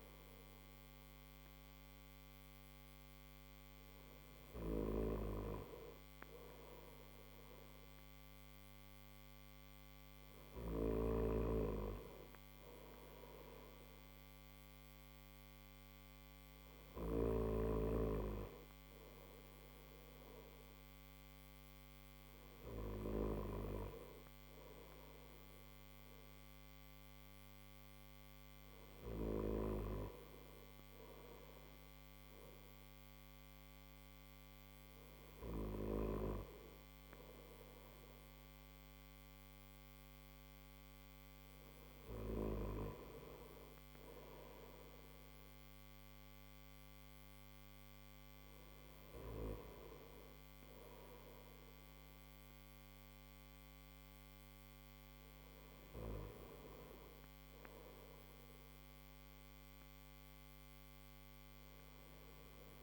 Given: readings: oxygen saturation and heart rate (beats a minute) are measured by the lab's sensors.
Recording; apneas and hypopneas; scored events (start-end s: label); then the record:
breathing in sleep by a microphone on the trachea; none
53.50-62.83 s: new sleep stage, N3 (deep sleep)
From the record:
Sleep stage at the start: N1 (lightest sleep); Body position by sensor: on the back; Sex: male